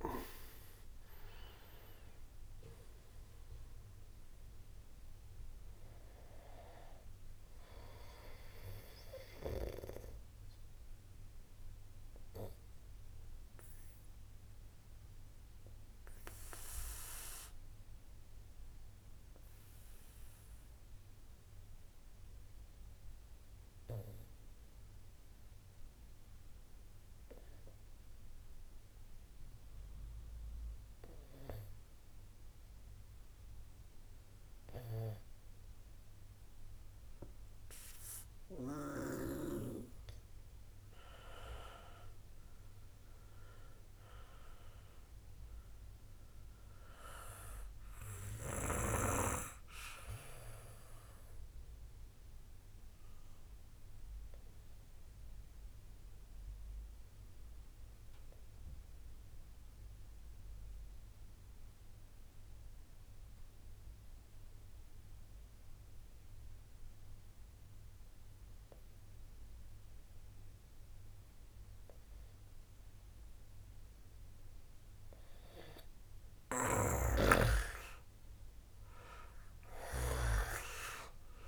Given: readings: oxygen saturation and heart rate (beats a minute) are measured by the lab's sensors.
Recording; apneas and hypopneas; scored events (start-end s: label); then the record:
breathing in sleep by a room microphone; 2
0.00-3.00 s: arousal
0.00-23.50 s: oxygen desaturation (device-marked, oxygen 88% lowest, heart rate 57 extreme)
10.50-38.50 s: obstructive apnea (oxygen 97% before, 87% lowest, heart rate 65 before, 57 extreme, up 7 after)
38.50-65.50 s: oxygen desaturation (device-marked, oxygen 96% before, 87% lowest, heart rate 62 before, 55 extreme)
41.50-44.00 s: arousal
52.50-75.00 s: obstructive apnea (oxygen 97% before, 87% lowest, heart rate 66 before, 55 extreme, up 14 after)
77.00-80.50 s: snoring (device-marked)
77.50-81.00 s: arousal
From the record:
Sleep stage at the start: N2 (light sleep); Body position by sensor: on the back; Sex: male